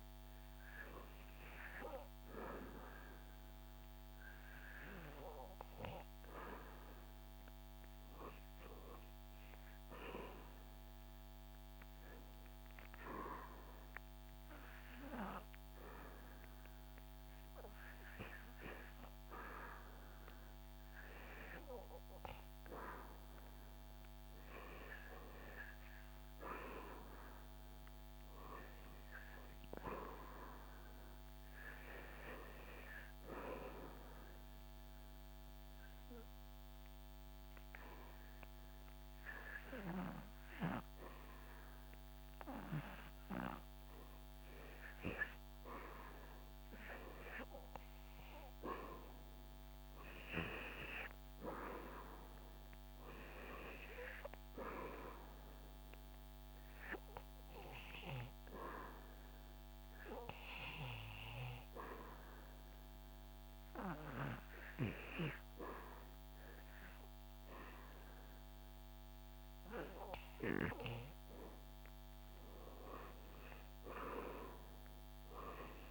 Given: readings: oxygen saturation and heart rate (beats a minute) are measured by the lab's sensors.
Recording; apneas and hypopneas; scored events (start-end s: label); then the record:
breathing in sleep by a microphone on the trachea; 3
7.50-10.50 s: arousal
13.00-23.50 s: hypopnea (oxygen 98% before, 93% lowest, heart rate 78 before, 75 extreme, up 0 after)
27.50-30.50 s: arousal
34.50-45.00 s: hypopnea (oxygen 97% before, 93% lowest, heart rate 79 before, 75 extreme, up 2 after)
48.00-52.00 s: arousal
57.00-70.50 s: hypopnea (oxygen 96% before, 94% lowest, heart rate 79 before, 75 extreme, up 2 after)
From the record:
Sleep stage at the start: REM sleep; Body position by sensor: on the back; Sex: male